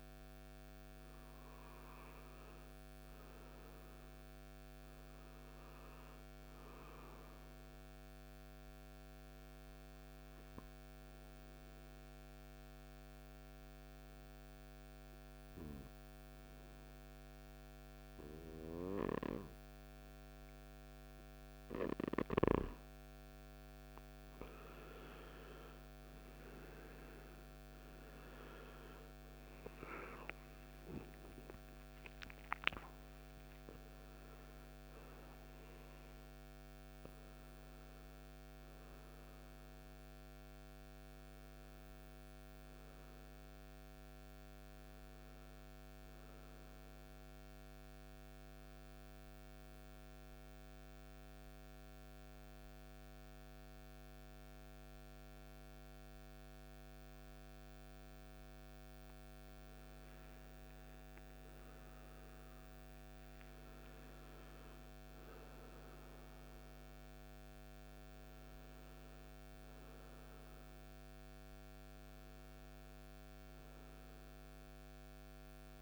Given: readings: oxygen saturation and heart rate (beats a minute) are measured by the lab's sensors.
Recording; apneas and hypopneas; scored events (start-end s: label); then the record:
breathing in sleep, hard to hear, by a microphone on the trachea; 2
5.00-75.82 s: new sleep stage, N2 (light sleep)
9.00-22.50 s: obstructive apnea (oxygen 97% before, 93% lowest, heart rate 60 before, 58 extreme, up 9 after)
26.50-32.00 s: arousal
30.00-48.00 s: oxygen desaturation (device-marked, oxygen 96% before, 93% lowest, heart rate 63 before, 52 extreme)
46.50-58.50 s: obstructive apnea (oxygen 96% before, 92% lowest, heart rate 67 before, 52 extreme, up 9 after)
59.50-63.00 s: arousal
From the record:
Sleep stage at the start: N1 (lightest sleep); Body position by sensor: on the right side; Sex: male